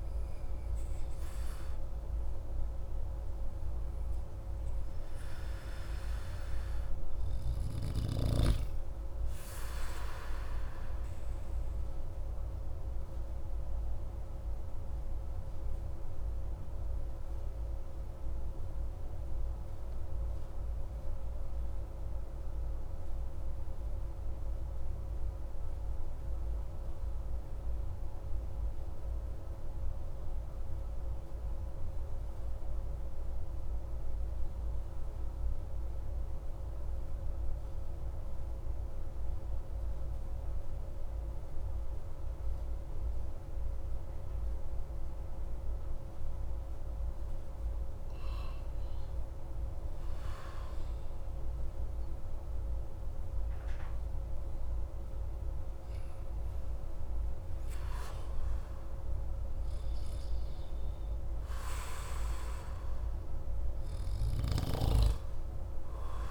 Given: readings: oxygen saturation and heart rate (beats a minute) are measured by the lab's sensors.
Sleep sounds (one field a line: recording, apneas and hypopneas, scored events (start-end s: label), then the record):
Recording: breathing in sleep, hard to hear, by a room microphone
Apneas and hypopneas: 1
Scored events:
12.50-47.00 s: obstructive apnea (oxygen 96% before, 94% lowest)
50.00-53.00 s: arousal
From the record:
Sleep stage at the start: N2 (light sleep)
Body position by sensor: on the back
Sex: male